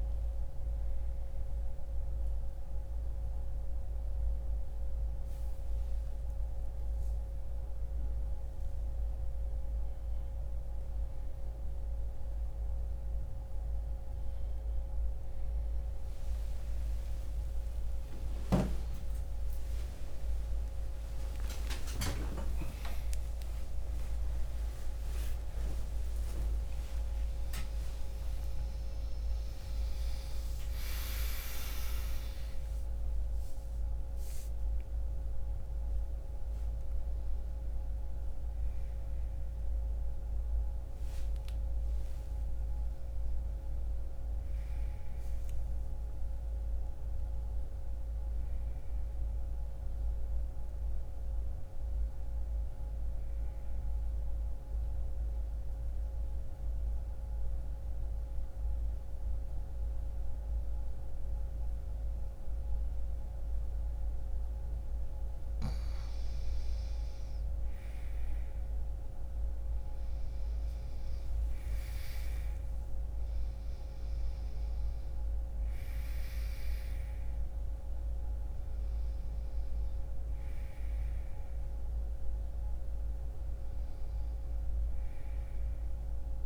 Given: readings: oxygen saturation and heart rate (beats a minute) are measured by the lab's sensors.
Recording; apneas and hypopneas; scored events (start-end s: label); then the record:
a person partly awake in a sleep study, hard to hear, by a room microphone; 1
40.50-70.50 s: new sleep stage, N1 (lightest sleep)
54.00-65.00 s: central apnea (oxygen 95% before, 89% lowest, heart rate 58 before, 61 extreme, up 2 after)
66.50-70.50 s: arousal
70.50-86.46 s: new sleep stage, N2 (light sleep)
70.50-86.46 s: oxygen desaturation (device-marked, oxygen 97% before, 89% lowest, heart rate 66 before, 60 extreme)
From the record:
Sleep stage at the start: awake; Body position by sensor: on the right side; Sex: male